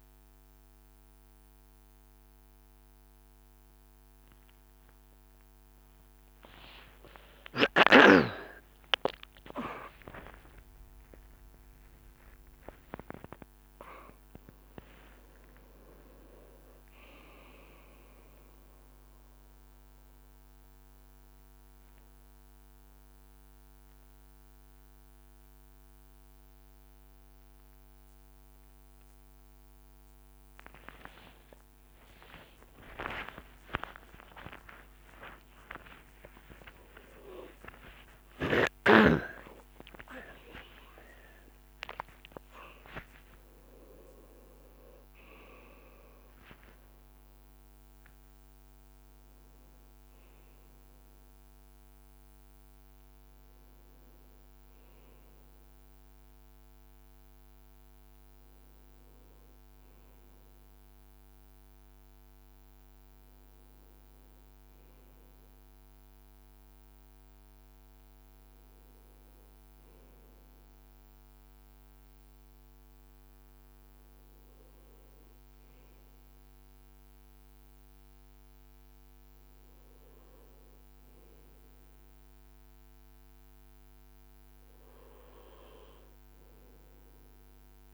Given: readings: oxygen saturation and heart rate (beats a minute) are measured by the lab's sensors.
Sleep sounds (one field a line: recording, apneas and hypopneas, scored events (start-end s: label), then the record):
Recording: a person awake in a sleep study, by a microphone on the trachea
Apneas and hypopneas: none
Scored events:
29.00-40.00 s: tachycardia (device-marked, heart rate 64 before, 189 extreme)
33.50-35.50 s: long interval between heartbeats (device-marked, heart rate 69 before, 128 extreme)
36.00-38.00 s: long interval between heartbeats (device-marked, heart rate 82 before, 189 extreme)
39.00-41.00 s: long interval between heartbeats (device-marked, heart rate 99 before, 125 extreme)
66.00-87.94 s: new sleep stage, N2 (light sleep)
75.00-83.00 s: oxygen desaturation (device-marked, oxygen 97% before, 95% lowest, heart rate 59 before, 58 extreme)
From the record:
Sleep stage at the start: awake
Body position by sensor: on the right side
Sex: male